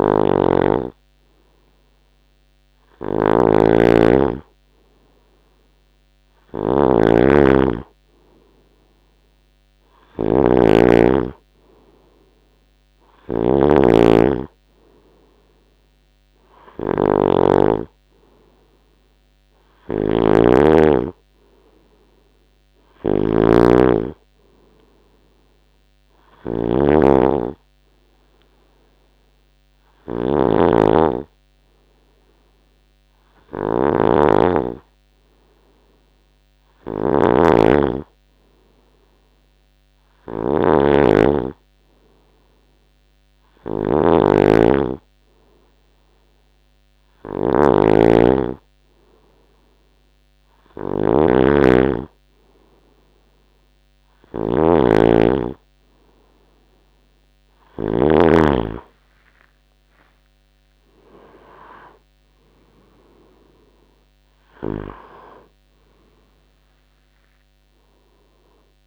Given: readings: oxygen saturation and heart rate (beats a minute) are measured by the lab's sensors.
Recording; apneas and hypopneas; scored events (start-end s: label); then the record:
breathing in sleep by a microphone on the trachea; none
0.00-58.00 s: snoring (device-marked)
61.00-68.87 s: oxygen desaturation (device-marked, oxygen 95% before, 92% lowest, heart rate 69 before, 60 extreme)
From the record:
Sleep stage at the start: N2 (light sleep); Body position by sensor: on the right side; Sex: male